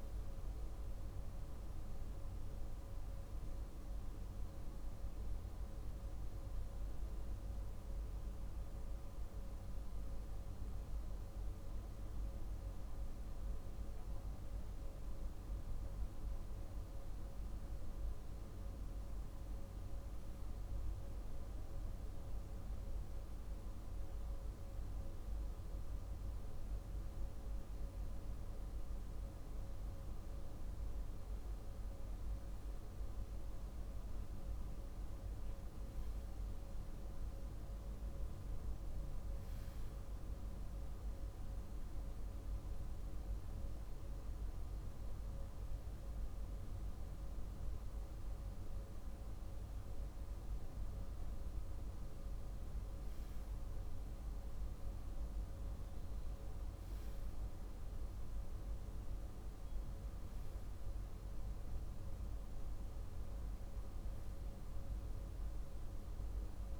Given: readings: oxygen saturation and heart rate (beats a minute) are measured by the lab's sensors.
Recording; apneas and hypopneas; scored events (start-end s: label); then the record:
breathing in sleep, hard to hear, by a room microphone; none
none scored
From the record:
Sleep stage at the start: REM sleep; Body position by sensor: on the left side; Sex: male